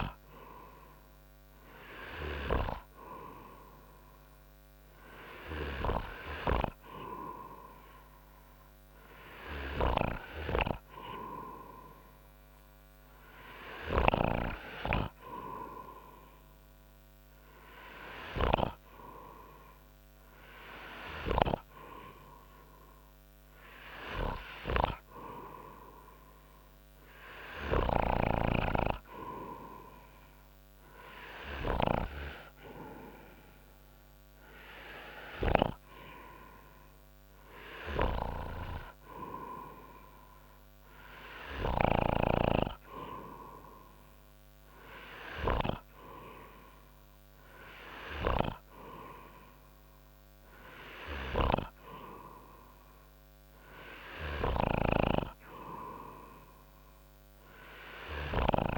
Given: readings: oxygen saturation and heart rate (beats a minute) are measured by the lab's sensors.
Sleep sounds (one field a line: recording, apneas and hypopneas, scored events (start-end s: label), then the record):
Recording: breathing in sleep by a microphone on the trachea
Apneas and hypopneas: none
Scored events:
none scored
From the record:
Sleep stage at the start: N2 (light sleep)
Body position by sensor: on the front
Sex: male